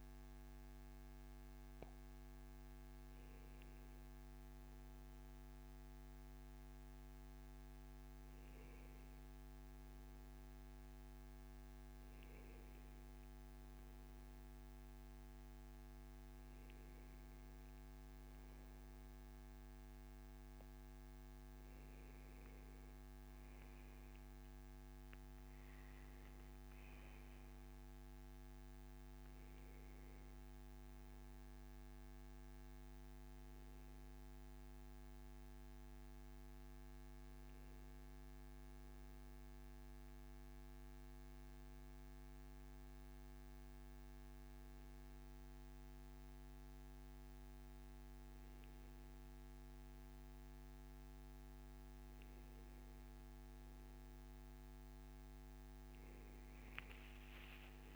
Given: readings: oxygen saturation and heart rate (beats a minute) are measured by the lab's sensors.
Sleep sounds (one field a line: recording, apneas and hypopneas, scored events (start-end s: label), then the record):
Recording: breathing in sleep, hard to hear, by a microphone on the trachea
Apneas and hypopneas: none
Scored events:
12.00-14.00 s: long interval between heartbeats (device-marked, heart rate 107 before, 107 extreme)
40.50-42.50 s: long interval between heartbeats (device-marked, heart rate 112 before, 108 extreme)
49.50-51.50 s: long interval between heartbeats (device-marked, heart rate 109 before, 104 extreme)
From the record:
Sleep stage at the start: N1 (lightest sleep)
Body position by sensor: on the back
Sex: male